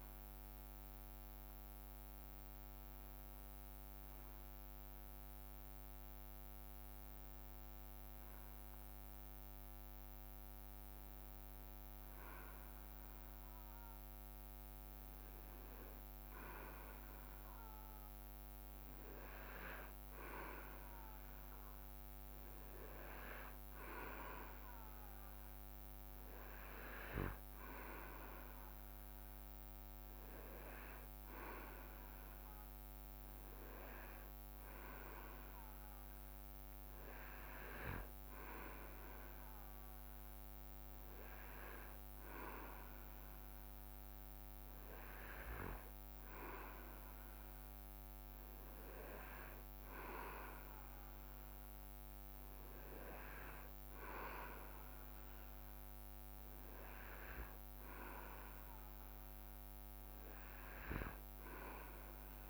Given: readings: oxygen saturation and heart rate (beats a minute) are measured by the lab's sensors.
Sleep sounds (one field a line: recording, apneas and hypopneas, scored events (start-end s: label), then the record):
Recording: breathing in sleep by a microphone on the trachea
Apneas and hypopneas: none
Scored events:
none scored
From the record:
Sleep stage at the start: N2 (light sleep)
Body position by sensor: on the back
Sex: male